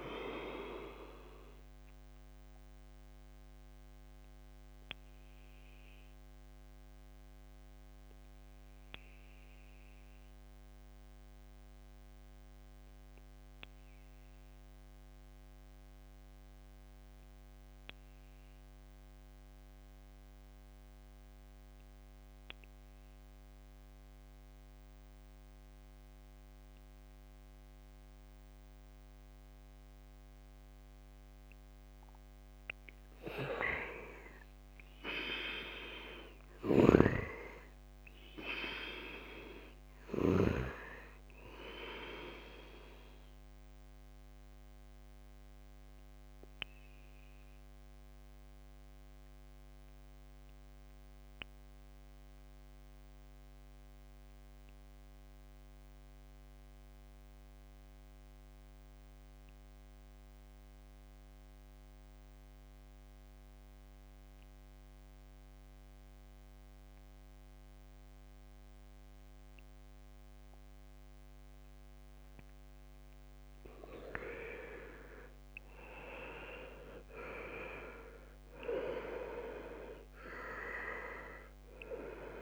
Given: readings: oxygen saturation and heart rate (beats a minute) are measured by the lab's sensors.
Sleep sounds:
breathing in sleep by a microphone on the trachea; 2
0.00-20.00 s: oxygen desaturation (device-marked, oxygen 84% lowest, heart rate 67 extreme)
3.50-31.00 s: obstructive apnea (oxygen 99% before, 80% lowest, heart rate 64 before, 67 extreme, up 4 after)
32.00-59.00 s: oxygen desaturation (device-marked, oxygen 99% before, 80% lowest, heart rate 72 before, 64 extreme)
34.00-38.50 s: arousal
36.00-40.00 s: snoring (device-marked)
44.00-72.00 s: obstructive apnea (oxygen 99% before, 80% lowest, heart rate 71 before, 64 extreme, up 10 after)
71.00-82.42 s: oxygen desaturation (device-marked, oxygen 98% before, 84% lowest, heart rate 68 before, 54 extreme)
75.50-80.50 s: arousal
From the record:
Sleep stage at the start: N2 (light sleep); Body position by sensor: on the back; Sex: male

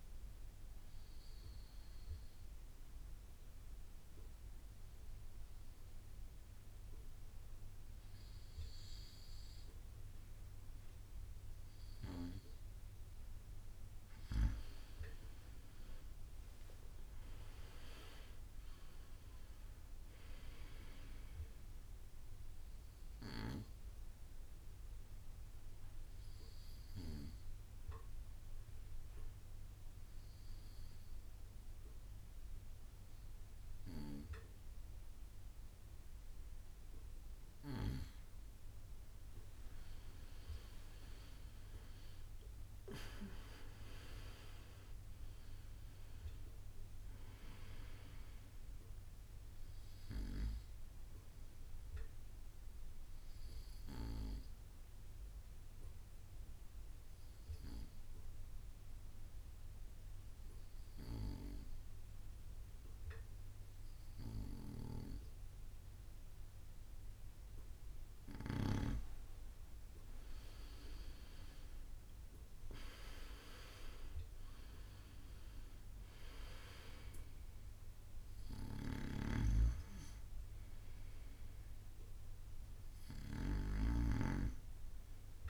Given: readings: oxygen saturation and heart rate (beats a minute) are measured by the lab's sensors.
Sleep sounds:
breathing in sleep by a room microphone; 3
1.50-12.50 s: obstructive apnea (oxygen 98% before, 94% lowest)
14.00-17.50 s: arousal
19.00-36.00 s: oxygen desaturation (device-marked, oxygen 97% before, 94% lowest)
24.00-38.00 s: obstructive apnea (oxygen 98% before, 94% lowest)
40.50-44.50 s: arousal
53.50-67.50 s: obstructive apnea (oxygen 98% before, 93% lowest)
68.00-85.50 s: bradycardia (device-marked)
68.50-70.50 s: long interval between heartbeats (device-marked)
70.00-74.00 s: arousal
71.50-73.50 s: long interval between heartbeats (device-marked)
73.00-85.50 s: oxygen desaturation (device-marked, oxygen 98% before, 94% lowest)
From the record:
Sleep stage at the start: N2 (light sleep); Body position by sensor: on the right side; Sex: male

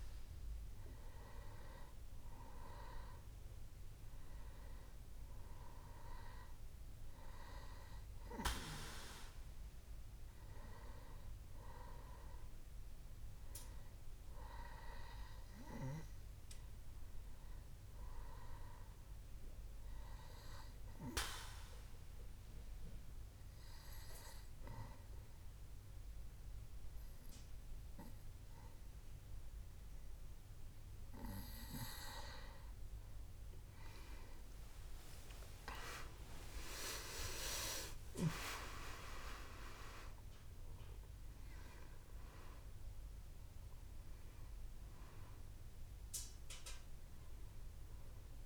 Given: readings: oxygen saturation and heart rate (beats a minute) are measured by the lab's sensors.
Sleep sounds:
breathing in sleep by a room microphone; 1
11.00-14.50 s: arousal
21.00-32.00 s: obstructive apnea (oxygen 97% before, 92% lowest, heart rate 71 before, 64 extreme, up 22 after)
34.00-38.00 s: arousal
38.00-40.00 s: long interval between heartbeats (device-marked, heart rate 67 before, 82 extreme)
41.00-48.46 s: new sleep stage, N1 (lightest sleep)
41.00-48.46 s: oxygen desaturation (device-marked, oxygen 96% before, 92% lowest, heart rate 70 before, 62 extreme)
From the record:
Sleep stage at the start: N2 (light sleep); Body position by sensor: on the back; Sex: male

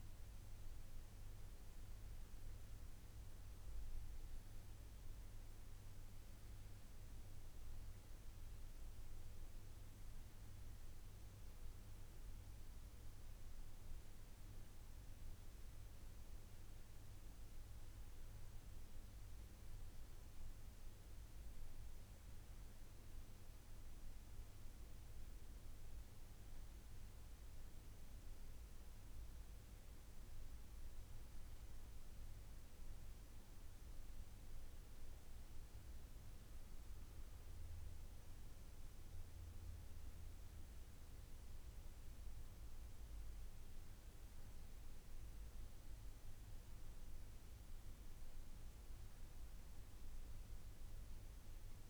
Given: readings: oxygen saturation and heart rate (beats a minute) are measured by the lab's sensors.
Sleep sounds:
breathing in sleep, hard to hear, by a room microphone; none
none scored
From the record:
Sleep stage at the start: N1 (lightest sleep); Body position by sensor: on the back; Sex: male

